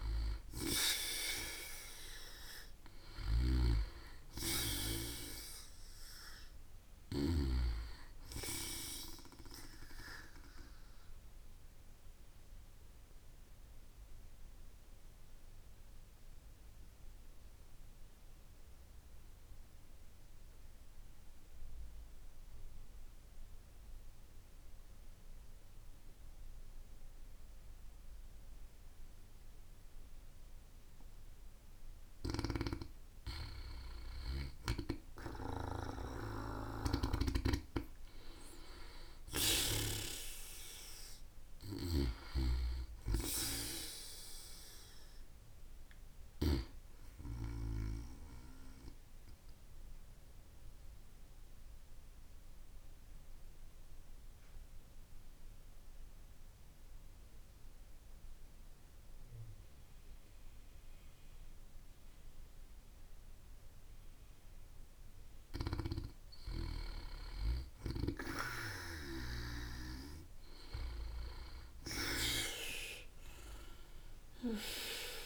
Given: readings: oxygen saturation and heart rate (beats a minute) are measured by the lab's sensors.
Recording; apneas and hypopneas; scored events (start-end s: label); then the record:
breathing in sleep by a room microphone; 2
0.00-4.50 s: oxygen desaturation (device-marked, oxygen 93% lowest)
0.00-7.50 s: snoring (device-marked)
12.00-32.00 s: obstructive apnea (oxygen 96% before, 90% lowest)
32.00-37.50 s: snoring (device-marked)
34.00-37.50 s: arousal
36.50-47.50 s: oxygen desaturation (device-marked, oxygen 96% before, 90% lowest)
49.50-65.00 s: obstructive apnea (oxygen 96% before, 91% lowest)
68.50-72.00 s: arousal
From the record:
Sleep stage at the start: N2 (light sleep); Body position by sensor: on the back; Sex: female